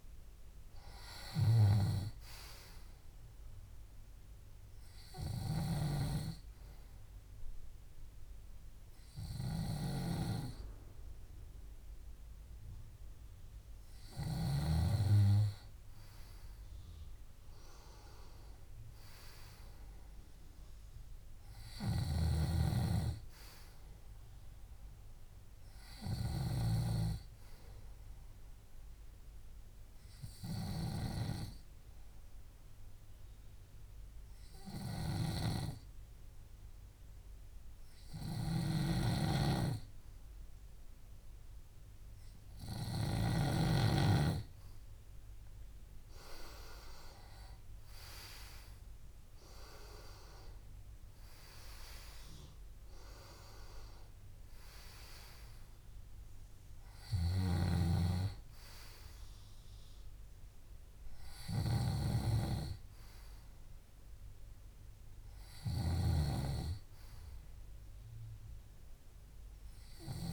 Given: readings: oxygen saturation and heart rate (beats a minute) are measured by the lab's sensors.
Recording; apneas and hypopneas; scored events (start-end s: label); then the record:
breathing in sleep by a room microphone; 2
5.00-15.50 s: hypopnea (oxygen 97% before, 93% lowest, heart rate 68 before, 64 extreme, up 4 after)
18.00-20.50 s: arousal
29.50-43.50 s: hypopnea (oxygen 97% before, 93% lowest, heart rate 67 before, 65 extreme, up 6 after)
39.00-43.50 s: snoring (device-marked)
46.00-49.50 s: arousal
51.00-70.33 s: oxygen desaturation (device-marked, oxygen 97% before, 93% lowest, heart rate 67 before, 65 extreme)
From the record:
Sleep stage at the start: N2 (light sleep); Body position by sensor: on the left side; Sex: male